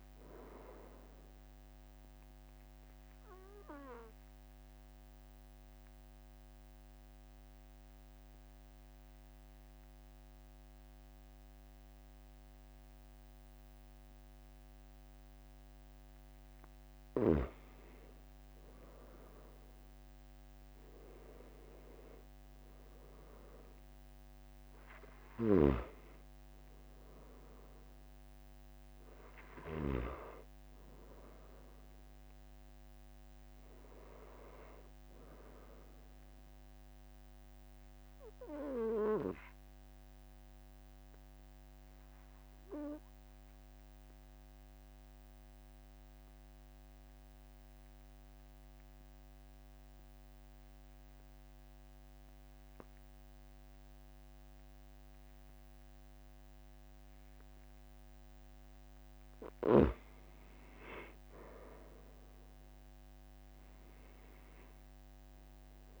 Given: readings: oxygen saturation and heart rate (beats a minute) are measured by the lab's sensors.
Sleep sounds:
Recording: breathing in sleep by a microphone on the trachea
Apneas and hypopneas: 2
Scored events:
0.00-12.00 s: oxygen desaturation (device-marked, oxygen 92% lowest, heart rate 44 extreme)
2.50-17.00 s: obstructive apnea (oxygen 96% before, 92% lowest, heart rate 46 before, 44 extreme, up 3 after)
20.00-25.00 s: arousal
38.00-59.00 s: obstructive apnea (oxygen 97% before, 91% lowest, heart rate 46 before, 43 extreme, up 4 after)
60.50-65.00 s: arousal
65.00-66.00 s: oxygen desaturation (device-marked, oxygen 96% before, 93% lowest, heart rate 46 before, 43 extreme)
From the record:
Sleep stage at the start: N2 (light sleep)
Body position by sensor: on the back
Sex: male

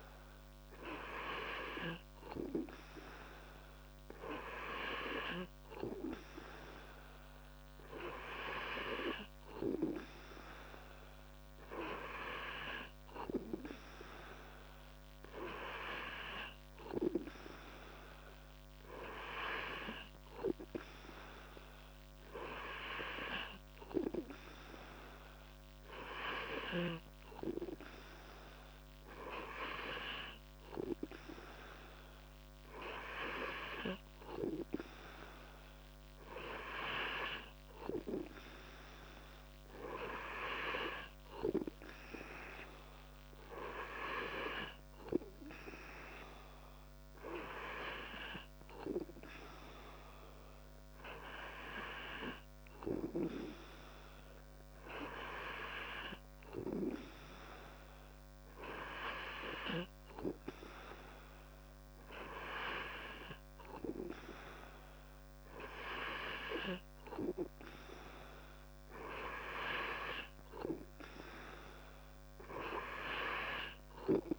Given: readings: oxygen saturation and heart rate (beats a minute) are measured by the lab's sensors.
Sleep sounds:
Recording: breathing in sleep by a microphone on the trachea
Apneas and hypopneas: none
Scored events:
none scored
From the record:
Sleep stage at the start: N2 (light sleep)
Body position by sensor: on the back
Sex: male

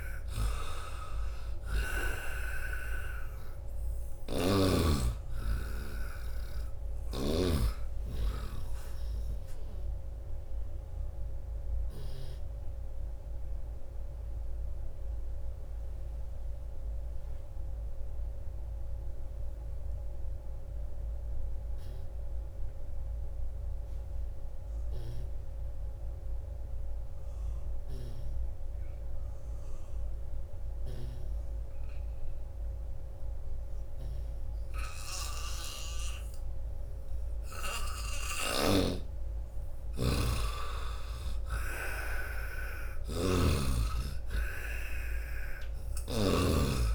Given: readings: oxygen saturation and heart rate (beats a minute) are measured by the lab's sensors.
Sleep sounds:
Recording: breathing in sleep by a room microphone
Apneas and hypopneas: 1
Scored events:
0.00-1.50 s: arousal
0.00-2.00 s: snoring (device-marked)
0.00-18.50 s: oxygen desaturation (device-marked, oxygen 82% lowest, heart rate 80 extreme)
4.00-7.50 s: snoring (device-marked)
11.00-37.00 s: obstructive apnea (oxygen 98% before, 78% lowest, heart rate 91 before, 80 extreme, up 6 after)
27.50-31.00 s: snoring (device-marked)
33.50-46.95 s: oxygen desaturation (device-marked, oxygen 98% before, 78% lowest, heart rate 91 before, 79 extreme)
38.00-46.95 s: snoring (device-marked)
38.50-43.50 s: arousal
From the record:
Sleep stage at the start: N2 (light sleep)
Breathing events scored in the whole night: 322 in 4.0 hours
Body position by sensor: on the back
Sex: male

